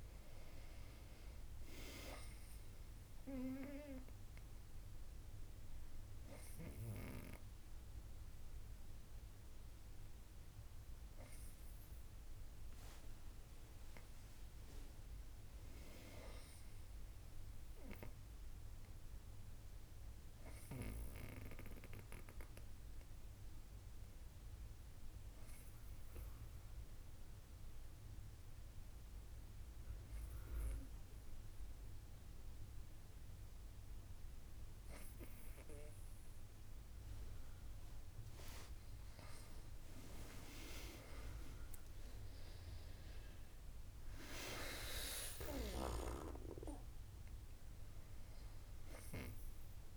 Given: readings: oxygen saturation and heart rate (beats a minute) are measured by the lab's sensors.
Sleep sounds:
breathing in sleep by a room microphone; 1
6.50-9.50 s: bradycardia (device-marked, heart rate 69 before, 60 extreme)
24.50-37.50 s: obstructive apnea (oxygen 98% before, 96% lowest, heart rate 63 before, 58 extreme, up 18 after)
39.50-43.50 s: arousal
47.50-49.97 s: bradycardia (device-marked, heart rate 69 before, 58 extreme)
From the record:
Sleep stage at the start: N2 (light sleep); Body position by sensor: on the back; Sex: female

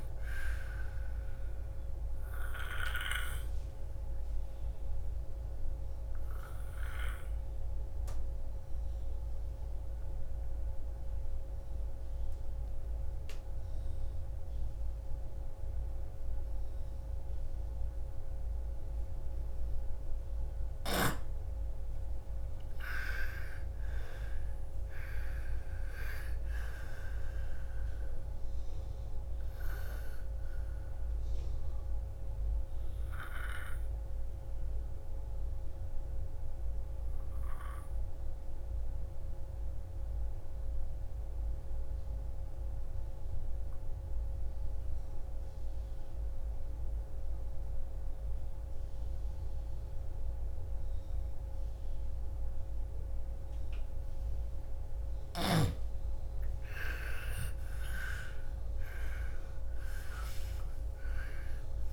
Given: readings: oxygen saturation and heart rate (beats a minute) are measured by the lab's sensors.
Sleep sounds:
breathing in sleep by a room microphone; 2
2.50-21.50 s: obstructive apnea (oxygen 98% before, 82% lowest, heart rate 58 before, 28 extreme, up 55 after)
4.50-18.50 s: oxygen desaturation (device-marked, oxygen 97% before, 88% lowest, heart rate 60 before, 33 extreme)
23.00-26.00 s: arousal
28.50-56.50 s: oxygen desaturation (device-marked, oxygen 97% before, 85% lowest, heart rate 74 before, 28 extreme)
31.50-54.50 s: obstructive apnea (oxygen 97% before, 82% lowest, heart rate 79 before, 28 extreme, up 41 after)
55.50-59.00 s: arousal
From the record:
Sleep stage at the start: N2 (light sleep); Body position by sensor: on the left side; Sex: female

